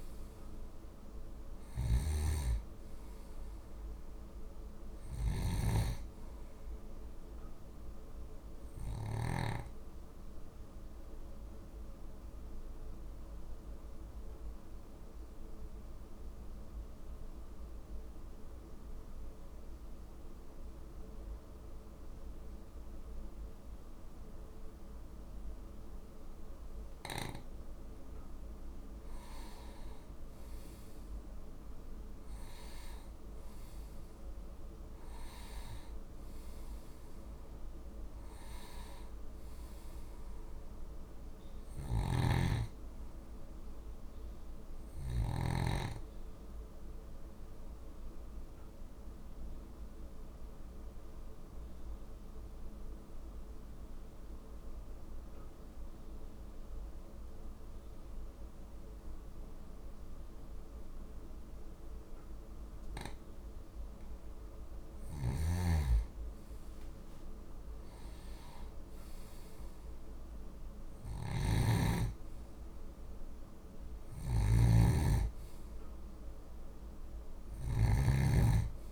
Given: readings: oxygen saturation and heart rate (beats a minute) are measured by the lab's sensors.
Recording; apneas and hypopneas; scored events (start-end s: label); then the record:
breathing in sleep by a room microphone; 2
0.00-9.50 s: snoring (device-marked)
8.50-28.50 s: obstructive apnea (oxygen 97% before, 92% lowest, heart rate 52 before, 46 extreme, up 5 after)
20.50-29.50 s: oxygen desaturation (device-marked, oxygen 96% before, 92% lowest, heart rate 49 before, 47 extreme)
30.50-34.00 s: arousal
41.50-45.00 s: snoring (device-marked)
45.50-63.50 s: obstructive apnea (oxygen 97% before, 92% lowest, heart rate 50 before, 47 extreme, up 4 after)
59.50-67.50 s: oxygen desaturation (device-marked, oxygen 96% before, 93% lowest, heart rate 49 before, 48 extreme)
65.00-78.92 s: snoring (device-marked)
68.50-73.50 s: arousal
From the record:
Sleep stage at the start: N2 (light sleep); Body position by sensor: on the back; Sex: male